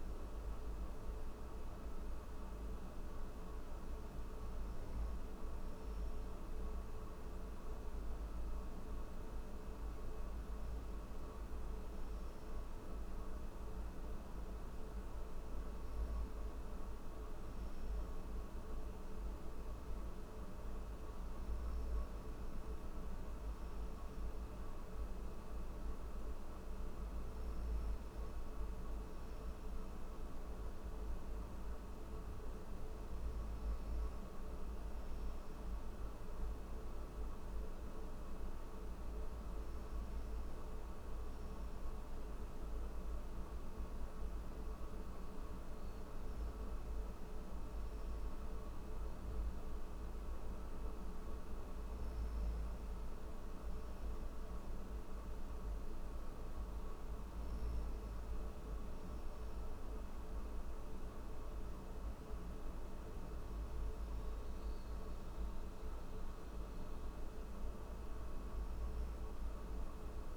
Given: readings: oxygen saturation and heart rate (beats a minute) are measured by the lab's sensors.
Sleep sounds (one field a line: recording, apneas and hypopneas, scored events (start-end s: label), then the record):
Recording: breathing in sleep, hard to hear, by a room microphone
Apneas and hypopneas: none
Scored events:
11.50-70.37 s: new sleep stage, N3 (deep sleep)
From the record:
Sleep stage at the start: N1 (lightest sleep)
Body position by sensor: on the back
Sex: male